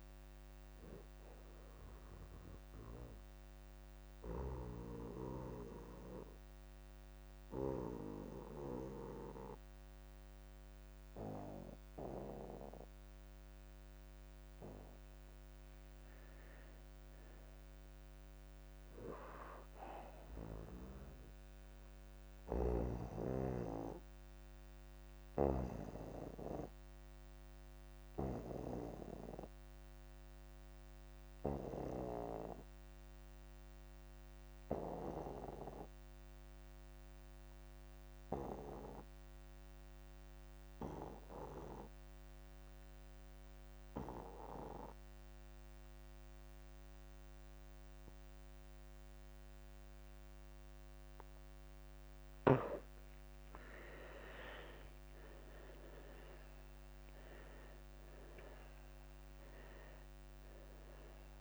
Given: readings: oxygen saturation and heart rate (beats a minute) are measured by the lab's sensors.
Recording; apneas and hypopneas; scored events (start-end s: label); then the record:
breathing in sleep by a microphone on the trachea; 2
0.00-16.50 s: oxygen desaturation (device-marked, oxygen 84% lowest)
3.50-14.50 s: obstructive apnea (oxygen 96% before, 81% lowest)
16.50-20.00 s: arousal
26.50-52.00 s: obstructive apnea (oxygen 99% before, 80% lowest)
34.50-61.41 s: oxygen desaturation (device-marked, oxygen 98% before, 80% lowest)
54.50-58.00 s: arousal
From the record:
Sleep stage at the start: N2 (light sleep); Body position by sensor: on the back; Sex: male